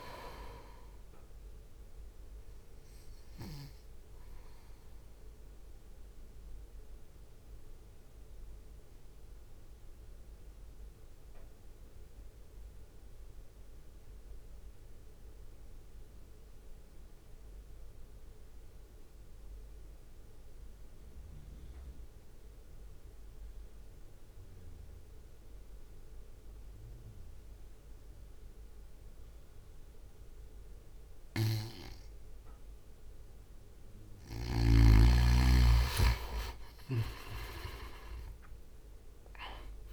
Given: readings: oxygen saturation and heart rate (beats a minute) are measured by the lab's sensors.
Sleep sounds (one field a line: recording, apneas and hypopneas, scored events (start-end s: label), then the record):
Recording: breathing in sleep by a room microphone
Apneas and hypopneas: 1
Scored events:
0.00-5.50 s: drop in pulse transit time (device-marked, heart rate 51 extreme)
2.50-33.00 s: mixed apnea (oxygen 98% before, 91% lowest, heart rate 59 before, 54 extreme, up 3 after)
35.50-39.93 s: oxygen desaturation (device-marked, oxygen 98% before, 92% lowest, heart rate 60 before, 56 extreme)
37.50-39.93 s: drop in pulse transit time (device-marked, heart rate 61 before, 59 extreme)
From the record:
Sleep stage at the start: N2 (light sleep)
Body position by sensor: on the right side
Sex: male